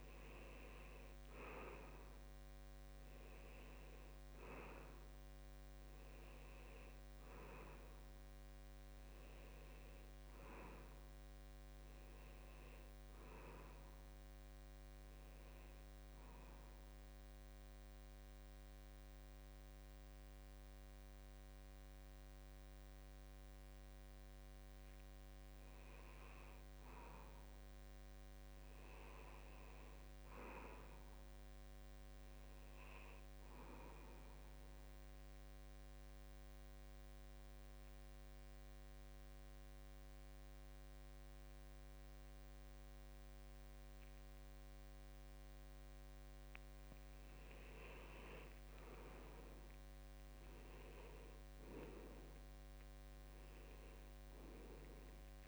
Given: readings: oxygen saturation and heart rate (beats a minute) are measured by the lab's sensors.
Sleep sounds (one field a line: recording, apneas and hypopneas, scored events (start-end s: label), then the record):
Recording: breathing in sleep, hard to hear, by a microphone on the trachea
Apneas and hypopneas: 1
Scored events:
0.00-2.00 s: arousal
3.00-15.00 s: oxygen desaturation (device-marked, oxygen 92% before, 88% lowest, heart rate 69 before, 67 extreme)
26.50-30.00 s: arousal
34.00-47.00 s: obstructive apnea (oxygen 95% before, 88% lowest, heart rate 70 before, 67 extreme, up 28 after)
48.50-50.50 s: long interval between heartbeats (device-marked, heart rate 68 before, 79 extreme)
48.50-53.00 s: arousal
52.00-54.00 s: long interval between heartbeats (device-marked, heart rate 71 before, 93 extreme)
52.00-55.48 s: oxygen desaturation (device-marked, oxygen 93% before, 88% lowest, heart rate 71 before, 68 extreme)
From the record:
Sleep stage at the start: N2 (light sleep)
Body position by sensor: on the back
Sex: male